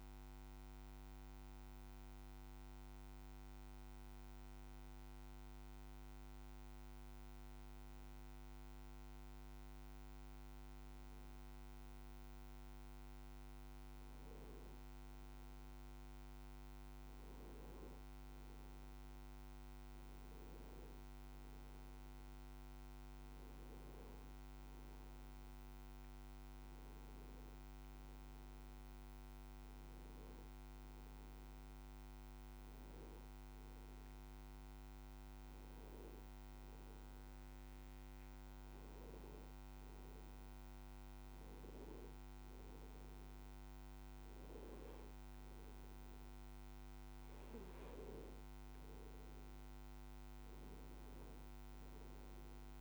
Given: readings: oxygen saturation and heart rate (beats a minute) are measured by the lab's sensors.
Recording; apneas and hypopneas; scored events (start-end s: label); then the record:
breathing in sleep, hard to hear, by a microphone on the trachea; none
30.00-52.81 s: new sleep stage, N2 (light sleep)
From the record:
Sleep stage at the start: N1 (lightest sleep); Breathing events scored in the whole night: 237 in 4.0 hours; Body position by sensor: on the right side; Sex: male